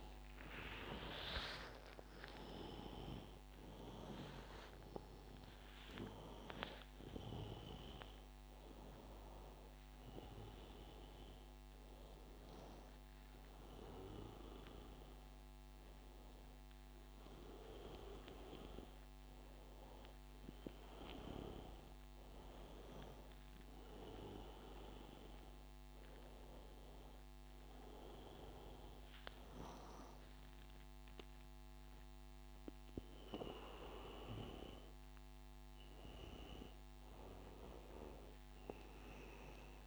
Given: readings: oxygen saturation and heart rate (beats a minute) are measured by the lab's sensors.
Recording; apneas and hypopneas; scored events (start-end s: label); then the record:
breathing in sleep by a microphone on the trachea; none
2.00-6.00 s: arousal
From the record:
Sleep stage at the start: N1 (lightest sleep); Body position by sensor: on the back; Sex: male